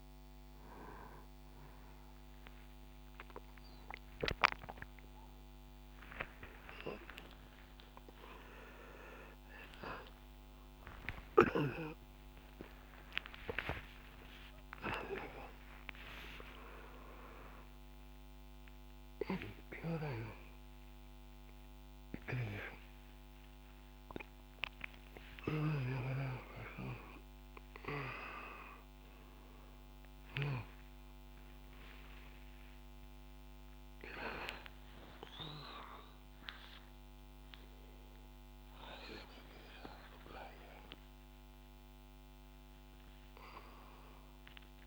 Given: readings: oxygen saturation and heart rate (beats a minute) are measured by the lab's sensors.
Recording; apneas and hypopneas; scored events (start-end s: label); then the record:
a person awake in a sleep study, by a microphone on the trachea; none
none scored
From the record:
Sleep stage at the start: awake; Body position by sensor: on the back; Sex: male